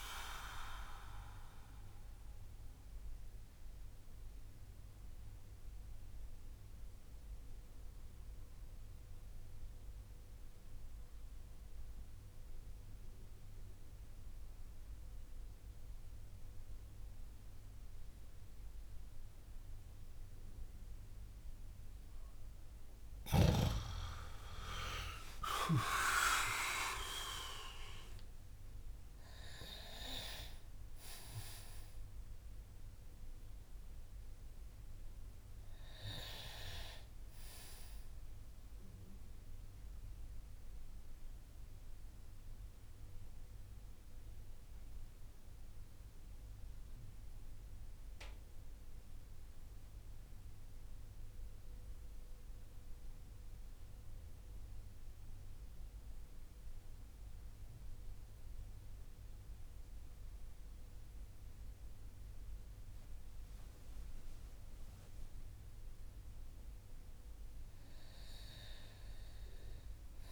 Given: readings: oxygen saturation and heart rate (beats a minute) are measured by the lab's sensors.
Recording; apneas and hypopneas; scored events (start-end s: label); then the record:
breathing in sleep by a room microphone; 2
3.00-22.50 s: mixed apnea (oxygen 97% before, 92% lowest)
24.00-29.50 s: arousal
25.50-36.50 s: oxygen desaturation (device-marked, oxygen 96% before, 93% lowest)
40.00-64.50 s: central apnea (oxygen 96% before, 92% lowest)
65.50-70.00 s: arousal
From the record:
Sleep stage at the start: N2 (light sleep); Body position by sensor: on the back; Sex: male